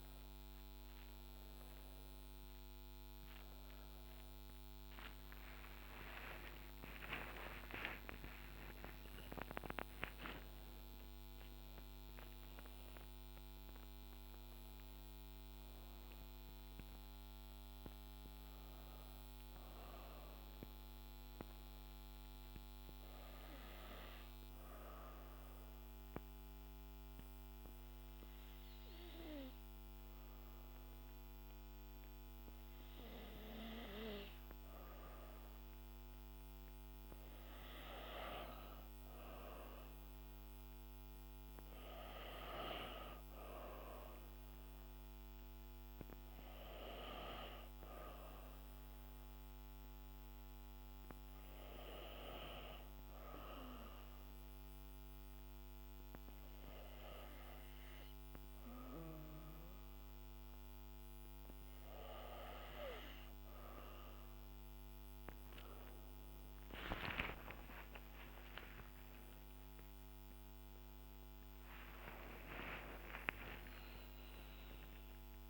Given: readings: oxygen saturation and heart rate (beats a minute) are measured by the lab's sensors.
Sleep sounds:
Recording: a person partly awake in a sleep study, by a microphone on the trachea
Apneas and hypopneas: 2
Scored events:
0.00-17.00 s: oxygen desaturation (device-marked, oxygen 90% lowest, heart rate 62 extreme)
7.50-9.50 s: long interval between heartbeats (device-marked, heart rate 69 before, 82 extreme)
21.00-75.50 s: new sleep stage, N2 (light sleep)
22.00-36.00 s: obstructive apnea (oxygen 98% before, 94% lowest, heart rate 77 before, 62 extreme, up 7 after)
38.50-42.00 s: arousal
39.00-54.00 s: oxygen desaturation (device-marked, oxygen 99% before, 94% lowest, heart rate 64 before, 63 extreme)
47.00-62.50 s: hypopnea (oxygen 99% before, 94% lowest, heart rate 65 before, 63 extreme, up 15 after)
66.50-72.50 s: arousal
From the record:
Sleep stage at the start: awake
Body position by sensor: on the back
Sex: female

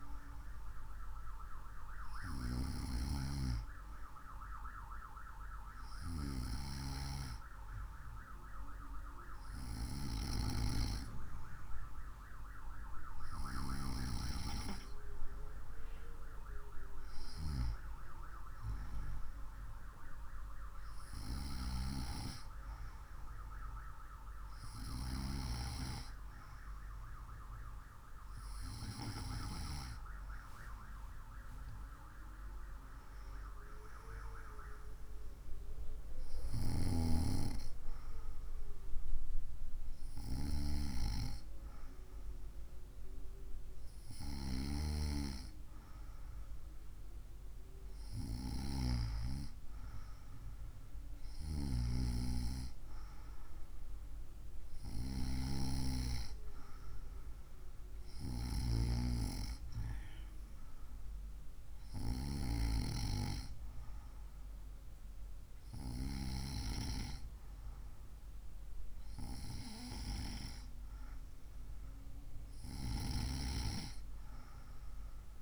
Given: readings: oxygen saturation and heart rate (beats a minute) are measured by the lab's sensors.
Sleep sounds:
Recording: breathing in sleep by a room microphone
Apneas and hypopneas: none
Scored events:
none scored
From the record:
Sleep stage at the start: N2 (light sleep)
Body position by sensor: on the right side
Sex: female

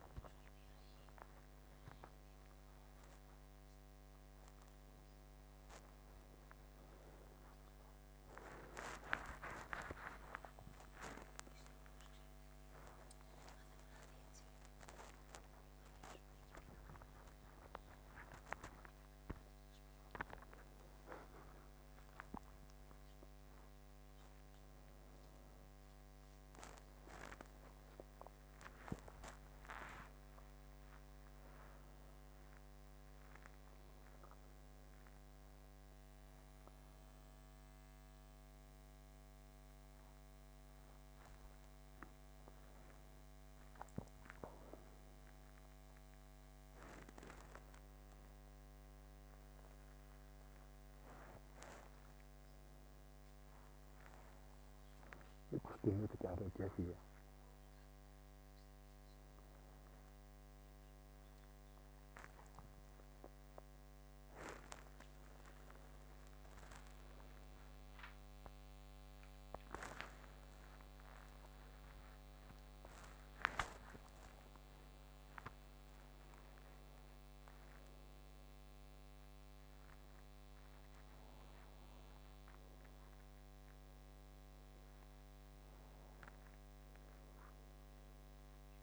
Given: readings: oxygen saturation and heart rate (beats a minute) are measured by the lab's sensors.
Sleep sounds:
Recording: a person awake in a sleep study, by a microphone on the trachea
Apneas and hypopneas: none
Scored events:
none scored
From the record:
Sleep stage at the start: awake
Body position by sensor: upright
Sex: male

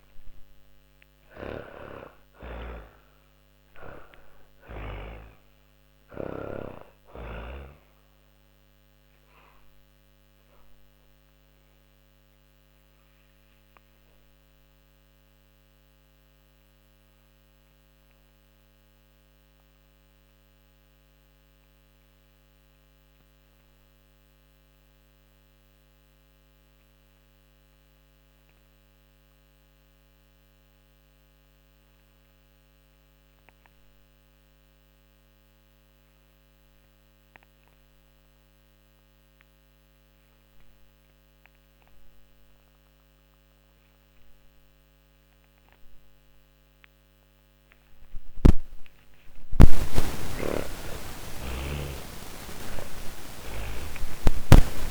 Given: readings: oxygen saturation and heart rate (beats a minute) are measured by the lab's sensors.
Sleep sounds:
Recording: breathing in sleep by a microphone on the trachea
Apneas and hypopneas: 1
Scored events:
0.00-2.00 s: arousal
0.00-3.50 s: snoring (device-marked)
0.00-24.50 s: oxygen desaturation (device-marked, oxygen 79% lowest)
8.50-47.50 s: obstructive apnea (oxygen 99% before, 77% lowest)
36.50-54.91 s: oxygen desaturation (device-marked, oxygen 98% before, 77% lowest, heart rate 45 before, 43 extreme)
49.00-53.50 s: arousal
From the record:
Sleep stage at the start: N2 (light sleep)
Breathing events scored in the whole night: 396 in 5.8 hours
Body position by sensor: on the back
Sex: female

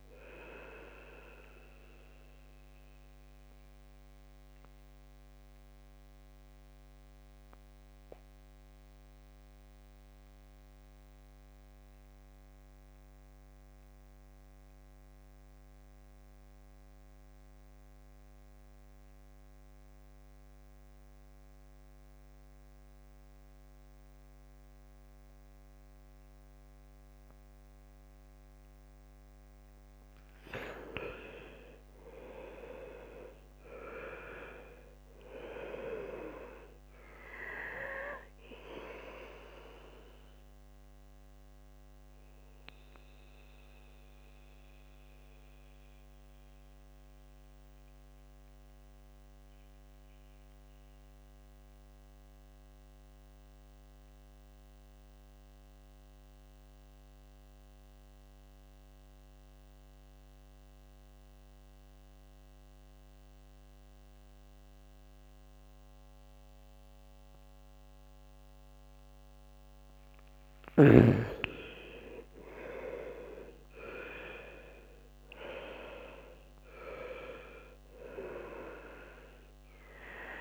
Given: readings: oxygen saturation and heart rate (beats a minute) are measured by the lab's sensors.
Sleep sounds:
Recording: breathing in sleep by a microphone on the trachea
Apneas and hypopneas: 2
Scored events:
0.00-18.50 s: oxygen desaturation (device-marked, oxygen 74% lowest, heart rate 63 extreme)
4.00-30.00 s: mixed apnea (oxygen 98% before, 74% lowest, heart rate 76 before, 63 extreme, up 5 after)
27.50-59.50 s: oxygen desaturation (device-marked, oxygen 99% before, 75% lowest, heart rate 67 before, 62 extreme)
31.00-35.50 s: arousal
41.50-70.00 s: mixed apnea (oxygen 99% before, 75% lowest, heart rate 68 before, 62 extreme, up 9 after)
67.50-80.41 s: oxygen desaturation (device-marked, oxygen 99% before, 75% lowest, heart rate 68 before, 63 extreme)
72.00-76.50 s: arousal
From the record:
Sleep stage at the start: N2 (light sleep)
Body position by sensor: on the back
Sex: male

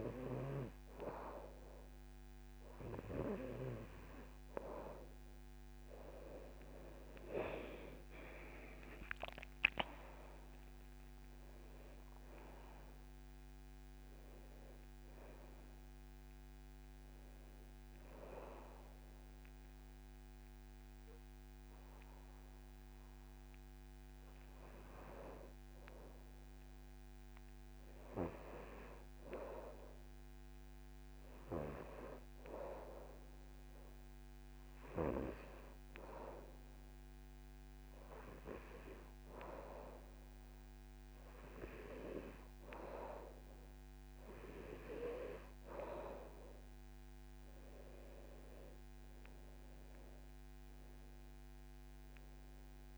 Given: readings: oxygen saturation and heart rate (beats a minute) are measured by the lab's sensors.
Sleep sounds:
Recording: breathing in sleep by a microphone on the trachea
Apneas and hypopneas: 1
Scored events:
7.00-11.00 s: arousal
12.00-29.00 s: oxygen desaturation (device-marked, oxygen 95% before, 92% lowest, heart rate 83 before, 77 extreme)
32.50-44.00 s: hypopnea (oxygen 99% before, 92% lowest, heart rate 82 before, 79 extreme, up 4 after)
41.00-52.98 s: oxygen desaturation (device-marked, oxygen 99% before, 92% lowest, heart rate 79 before, 73 extreme)
From the record:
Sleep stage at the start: N2 (light sleep)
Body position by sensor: on the back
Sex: male

